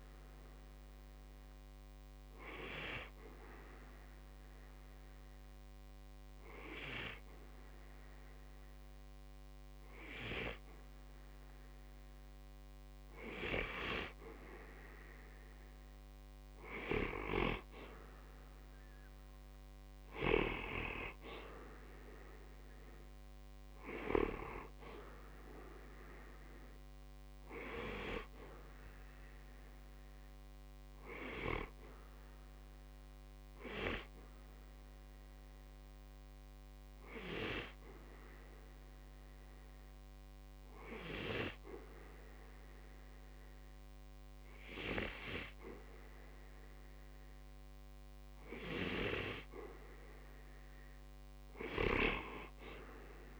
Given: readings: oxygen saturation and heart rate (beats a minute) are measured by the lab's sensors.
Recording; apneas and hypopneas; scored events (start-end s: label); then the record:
breathing in sleep by a microphone on the trachea; 2
2.00-13.50 s: hypopnea (oxygen 95% before, 90% lowest, heart rate 61 before, 60 extreme, up 0 after)
15.00-18.50 s: arousal
19.00-40.00 s: oxygen desaturation (device-marked, oxygen 94% before, 90% lowest, heart rate 60 before, 60 extreme)
36.00-48.50 s: hypopnea (oxygen 94% before, 91% lowest, heart rate 60 before, 60 extreme, up 2 after)
51.00-53.40 s: arousal
From the record:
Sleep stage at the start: N2 (light sleep); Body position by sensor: on the back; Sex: male